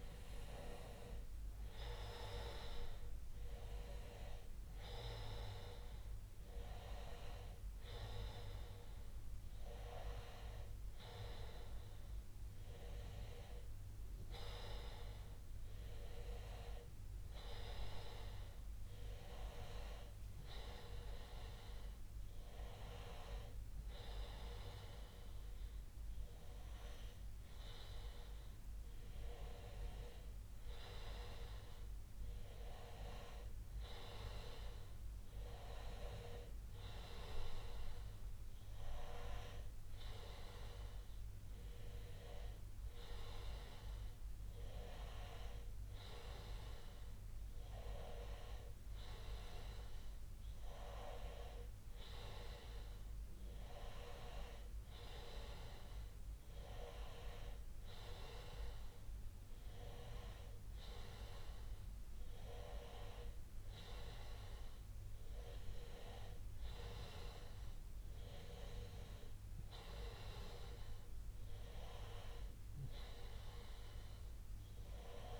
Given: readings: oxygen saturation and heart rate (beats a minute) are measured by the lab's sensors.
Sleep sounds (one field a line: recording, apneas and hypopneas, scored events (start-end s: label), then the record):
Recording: a person partly awake in a sleep study, by a room microphone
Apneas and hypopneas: none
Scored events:
2.00-75.40 s: new sleep stage, N1 (lightest sleep)
From the record:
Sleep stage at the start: awake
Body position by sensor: on the back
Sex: male